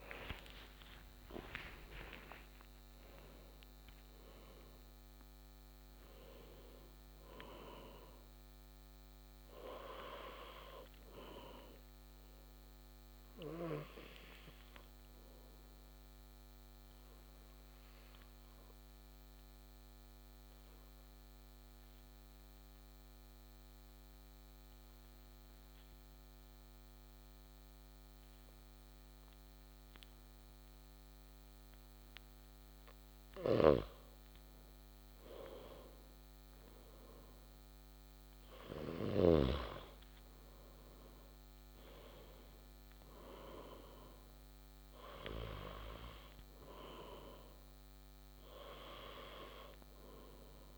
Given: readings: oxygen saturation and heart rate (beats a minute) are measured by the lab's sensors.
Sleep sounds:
breathing in sleep by a microphone on the trachea; 1
0.00-3.00 s: arousal
11.50-32.50 s: obstructive apnea (oxygen 96% before, 95% lowest)
33.00-39.00 s: snoring (device-marked)
35.50-38.50 s: arousal
From the record:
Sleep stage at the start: N2 (light sleep); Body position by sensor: on the back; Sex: male

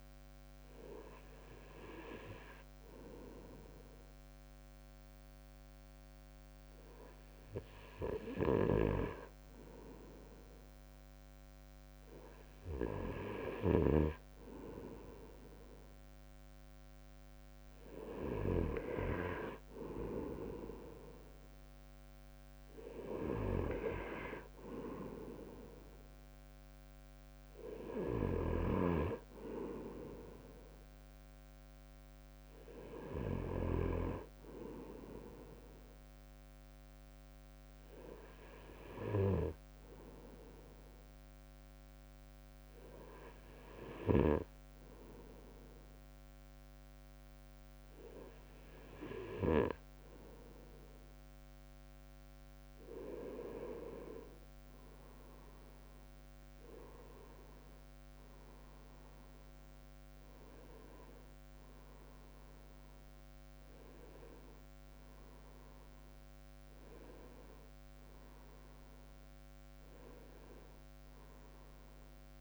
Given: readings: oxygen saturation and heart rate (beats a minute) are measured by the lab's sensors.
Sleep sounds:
breathing in sleep by a microphone on the trachea; 1
22.50-33.50 s: drop in pulse transit time (device-marked, heart rate 59 before, 60 extreme)
37.50-51.50 s: hypopnea (oxygen 96% before, 96% lowest, heart rate 61 before, 58 extreme, up 11 after)
53.50-68.50 s: drop in pulse transit time (device-marked, heart rate 59 before, 60 extreme)
54.00-58.50 s: arousal
From the record:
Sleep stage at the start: N2 (light sleep); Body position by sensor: on the right side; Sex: male

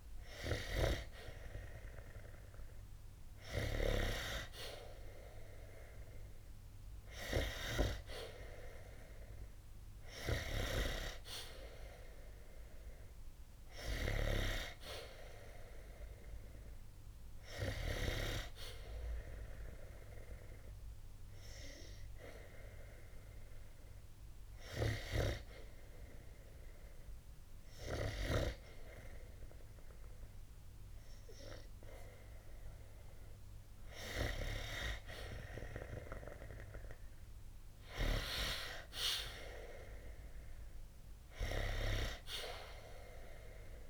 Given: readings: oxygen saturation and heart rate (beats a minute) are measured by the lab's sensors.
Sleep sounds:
breathing in sleep by a room microphone; 1
10.00-13.50 s: arousal
20.00-32.50 s: hypopnea (oxygen 94% before, 90% lowest, heart rate 68 before, 60 extreme, up 8 after)
35.00-37.50 s: arousal
39.00-43.90 s: oxygen desaturation (device-marked, oxygen 93% before, 90% lowest, heart rate 68 before, 60 extreme)
From the record:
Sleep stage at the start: N2 (light sleep); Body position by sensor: on the back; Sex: male

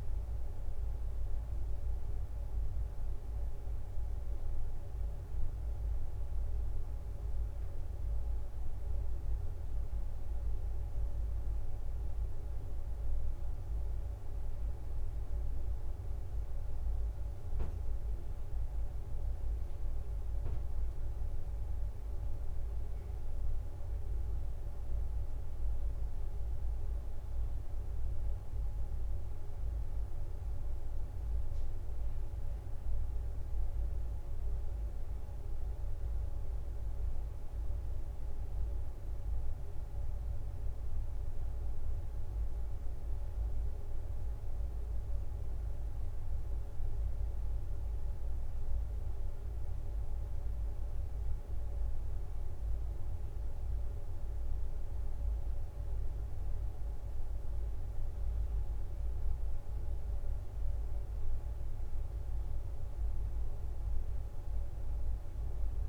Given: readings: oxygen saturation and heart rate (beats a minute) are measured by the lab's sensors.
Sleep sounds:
breathing in sleep, hard to hear, by a room microphone; none
48.00-50.00 s: bradycardia (device-marked, heart rate 71 before, 61 extreme)
From the record:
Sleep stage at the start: N2 (light sleep); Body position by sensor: on the back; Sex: female

